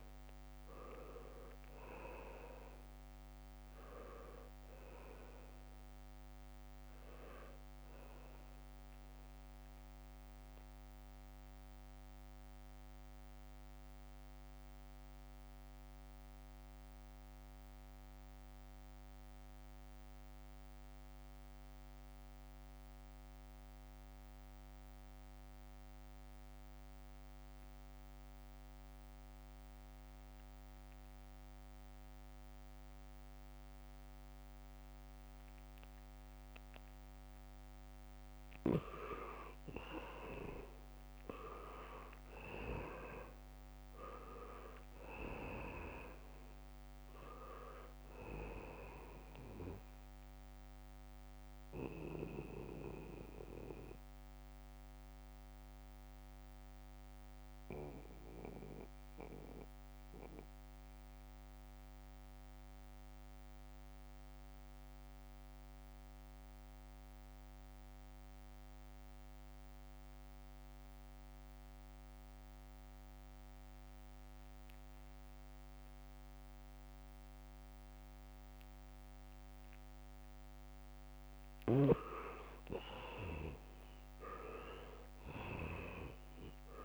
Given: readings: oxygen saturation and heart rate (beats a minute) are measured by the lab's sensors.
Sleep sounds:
breathing in sleep by a microphone on the trachea; 2
0.00-2.00 s: leg movement (device-marked)
0.00-24.00 s: oxygen desaturation (device-marked, oxygen 78% lowest, heart rate 66 extreme)
6.00-7.00 s: leg movement (device-marked)
12.50-37.50 s: mixed apnea (oxygen 97% before, 78% lowest, heart rate 69 before, 66 extreme, up 0 after)
33.00-67.00 s: oxygen desaturation (device-marked, oxygen 99% before, 79% lowest, heart rate 76 before, 66 extreme)
39.50-44.00 s: arousal
53.00-81.50 s: mixed apnea (oxygen 99% before, 78% lowest, heart rate 70 before, 68 extreme, up 1 after)
74.00-75.50 s: leg movement (device-marked)
76.00-86.85 s: oxygen desaturation (device-marked, oxygen 99% before, 78% lowest, heart rate 75 before, 68 extreme)
83.00-86.85 s: arousal
From the record:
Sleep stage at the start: N2 (light sleep); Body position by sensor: on the back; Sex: male

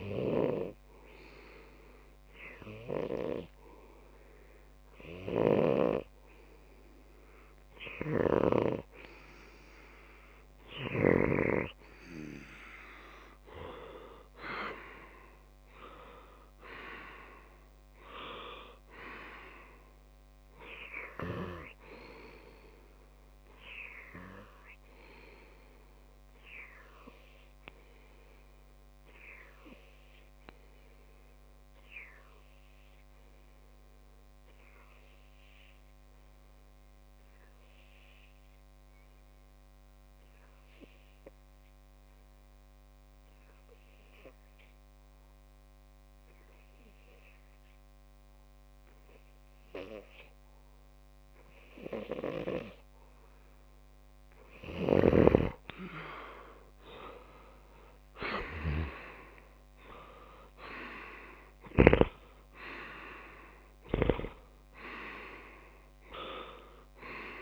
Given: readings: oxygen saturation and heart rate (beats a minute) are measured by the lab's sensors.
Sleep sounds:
breathing in sleep by a microphone on the trachea; 2
2.00-13.00 s: obstructive apnea (oxygen 99% before, 90% lowest)
11.50-21.50 s: oxygen desaturation (device-marked, oxygen 95% before, 90% lowest)
15.00-19.50 s: arousal
25.50-56.00 s: obstructive apnea (oxygen 96% before, 92% lowest)
58.50-62.00 s: arousal
From the record:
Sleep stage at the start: N2 (light sleep); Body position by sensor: on the left side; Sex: male

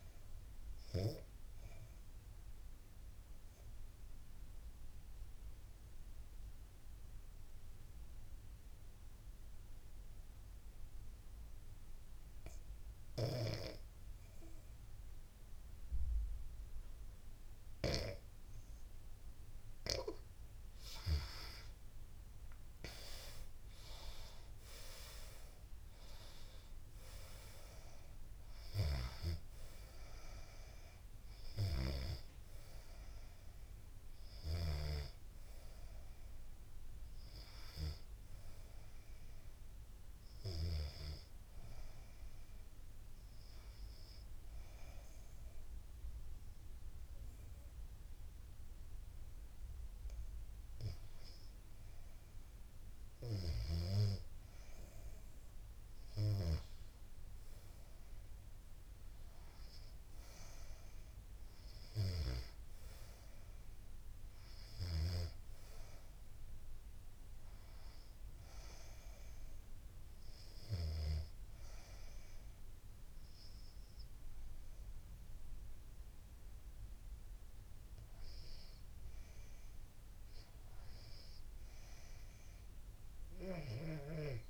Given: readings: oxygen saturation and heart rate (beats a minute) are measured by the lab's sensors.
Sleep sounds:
breathing in sleep by a room microphone; 3
0.50-17.50 s: obstructive apnea (oxygen 96% before, 86% lowest, heart rate 76 before, 66 extreme, up 18 after)
20.50-24.50 s: arousal
23.00-40.00 s: oxygen desaturation (device-marked, oxygen 95% before, 86% lowest, heart rate 71 before, 71 extreme)
42.50-53.00 s: hypopnea (oxygen 98% before, 89% lowest, heart rate 81 before, 71 extreme, up 5 after)
56.50-60.50 s: arousal
60.00-71.00 s: oxygen desaturation (device-marked, oxygen 97% before, 93% lowest, heart rate 73 before, 69 extreme)
69.00-80.00 s: hypopnea (oxygen 98% before, 83% lowest, heart rate 74 before, 69 extreme, up 5 after)
83.00-84.50 s: arousal
From the record:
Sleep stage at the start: N2 (light sleep); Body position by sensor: on the back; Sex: female

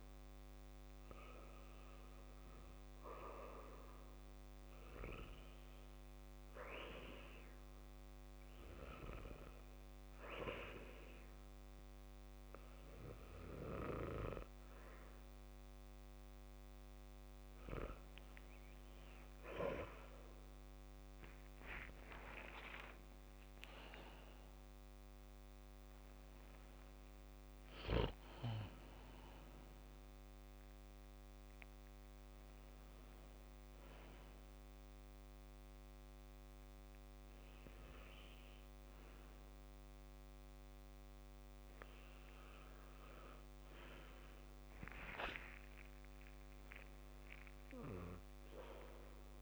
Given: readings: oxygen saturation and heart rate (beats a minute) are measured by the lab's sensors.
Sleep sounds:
breathing in sleep by a microphone on the trachea; none
0.00-29.50 s: oxygen desaturation (device-marked, oxygen 88% lowest, heart rate 68 extreme)
23.50-27.00 s: arousal
45.50-47.50 s: long interval between heartbeats (device-marked, heart rate 75 before, 91 extreme)
From the record:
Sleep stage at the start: N2 (light sleep); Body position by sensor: on the back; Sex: male

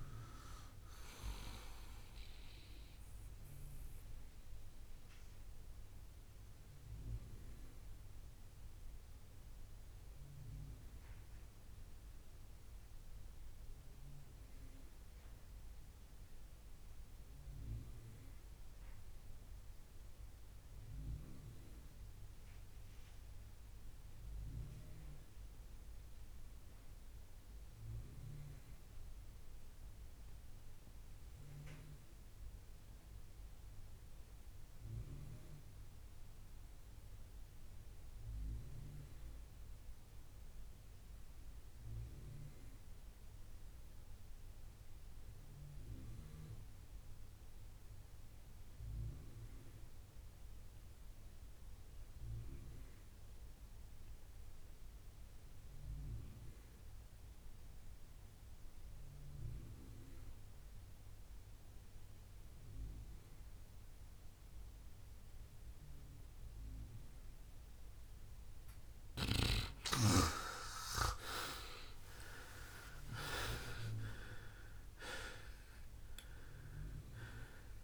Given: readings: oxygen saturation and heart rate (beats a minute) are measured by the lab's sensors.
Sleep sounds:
breathing in sleep by a room microphone; 1
0.00-14.00 s: oxygen desaturation (device-marked, oxygen 91% lowest, heart rate 57 extreme)
3.50-68.50 s: mixed apnea (oxygen 97% before, 80% lowest, heart rate 73 before, 56 extreme, up 27 after)
32.00-77.84 s: oxygen desaturation (device-marked, oxygen 98% before, 80% lowest, heart rate 61 before, 56 extreme)
72.00-75.50 s: arousal
From the record:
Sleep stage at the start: N2 (light sleep); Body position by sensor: on the right side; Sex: male

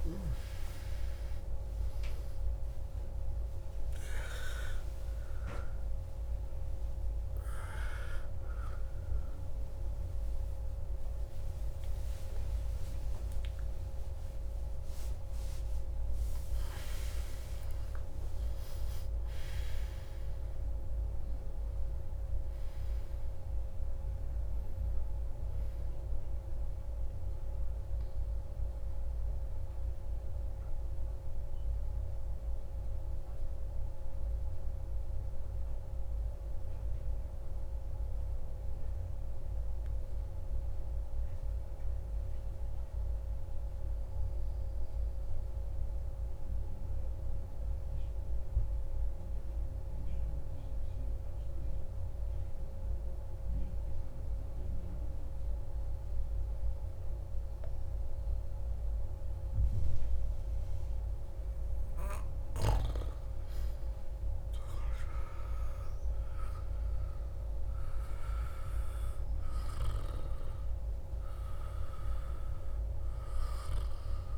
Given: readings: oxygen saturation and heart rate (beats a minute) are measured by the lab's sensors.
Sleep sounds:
breathing in sleep, hard to hear, by a room microphone; 1
0.00-17.00 s: oxygen desaturation (device-marked, oxygen 91% lowest, heart rate 95 extreme)
4.00-34.00 s: new sleep stage, N1 (lightest sleep)
23.50-27.50 s: arousal
30.00-61.50 s: mixed apnea (oxygen 99% before, 93% lowest)
34.00-74.38 s: new sleep stage, N2 (light sleep)
63.00-74.38 s: oxygen desaturation (device-marked, oxygen 98% before, 94% lowest)
65.50-70.00 s: arousal
From the record:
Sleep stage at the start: N2 (light sleep); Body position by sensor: on the back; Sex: male

